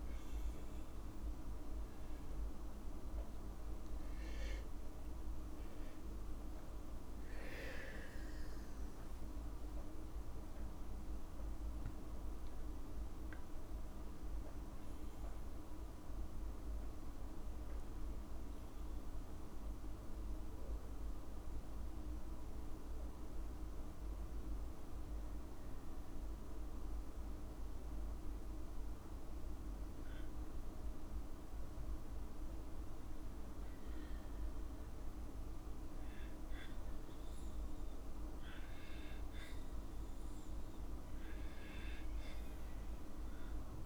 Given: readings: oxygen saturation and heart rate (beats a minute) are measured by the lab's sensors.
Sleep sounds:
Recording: breathing in sleep, hard to hear, by a room microphone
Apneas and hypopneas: none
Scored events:
1.50-11.50 s: tachycardia (device-marked, heart rate 69 before, 161 extreme)
2.00-4.00 s: long interval between heartbeats (device-marked, heart rate 64 before, 70 extreme)
4.50-6.50 s: long interval between heartbeats (device-marked, heart rate 67 before, 112 extreme)
5.50-9.00 s: arousal
8.00-10.00 s: long interval between heartbeats (device-marked, heart rate 76 before, 149 extreme)
From the record:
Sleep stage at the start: N2 (light sleep)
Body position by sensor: on the back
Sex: female

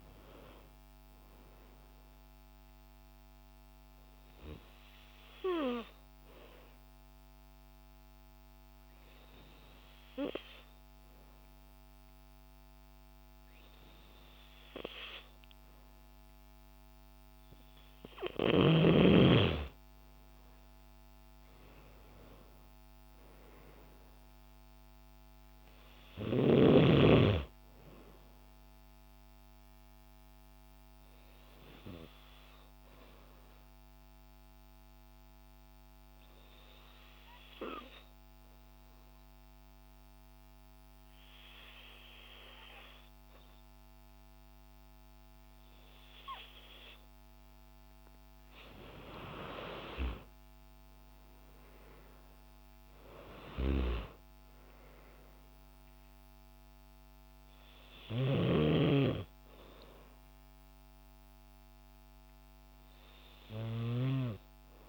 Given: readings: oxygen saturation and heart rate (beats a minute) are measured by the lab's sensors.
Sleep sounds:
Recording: breathing in sleep by a microphone on the trachea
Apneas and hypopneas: 2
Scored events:
2.50-17.00 s: hypopnea (oxygen 96% before, 92% lowest, heart rate 68 before, 53 extreme, up 11 after)
20.00-23.50 s: arousal
32.00-46.00 s: obstructive apnea (oxygen 96% before, 92% lowest, heart rate 61 before, 54 extreme, up 12 after)
49.50-54.00 s: arousal
56.00-64.89 s: oxygen desaturation (device-marked, oxygen 97% before, 92% lowest, heart rate 58 before, 54 extreme)
From the record:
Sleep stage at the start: N2 (light sleep)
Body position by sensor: on the back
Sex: female

